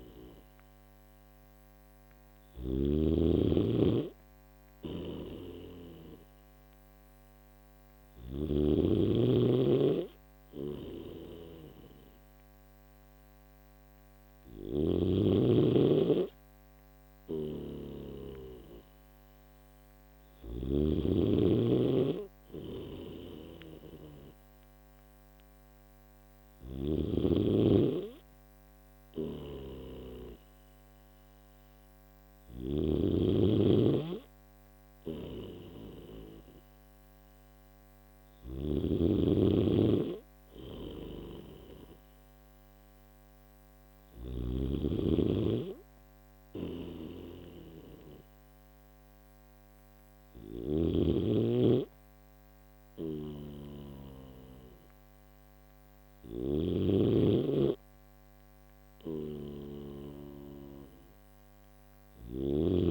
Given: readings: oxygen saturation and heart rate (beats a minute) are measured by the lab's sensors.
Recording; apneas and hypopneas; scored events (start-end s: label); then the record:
breathing in sleep by a microphone on the trachea; none
0.00-2.50 s: snoring (device-marked)
4.50-8.00 s: snoring (device-marked)
10.00-14.50 s: snoring (device-marked)
16.50-20.00 s: snoring (device-marked)
22.00-26.50 s: snoring (device-marked)
28.50-32.50 s: snoring (device-marked)
34.50-44.00 s: snoring (device-marked)
46.00-50.50 s: snoring (device-marked)
52.50-62.00 s: snoring (device-marked)
From the record:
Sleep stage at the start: N1 (lightest sleep); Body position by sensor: on the back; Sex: male